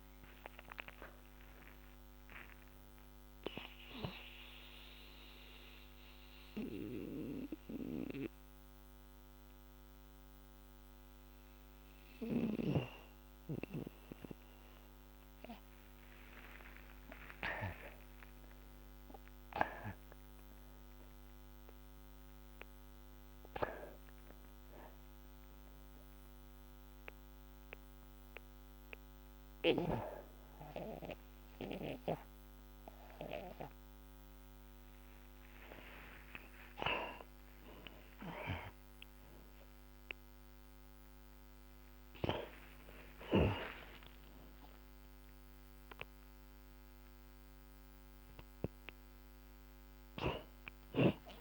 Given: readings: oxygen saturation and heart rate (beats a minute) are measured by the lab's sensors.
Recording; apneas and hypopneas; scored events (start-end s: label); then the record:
breathing in sleep by a microphone on the trachea; 1
0.00-4.00 s: oxygen desaturation (device-marked, oxygen 89% lowest)
4.50-18.00 s: obstructive apnea (oxygen 94% before, 82% lowest)
18.50-23.00 s: arousal
24.00-38.00 s: oxygen desaturation (device-marked, oxygen 97% before, 82% lowest, heart rate 51 before, 63 extreme)
44.00-51.41 s: new sleep stage, N2 (light sleep)
44.00-51.41 s: oxygen desaturation (device-marked, oxygen 92% before, 82% lowest, heart rate 116 before, 63 extreme)
From the record:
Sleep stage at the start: N1 (lightest sleep); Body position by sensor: on the back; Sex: male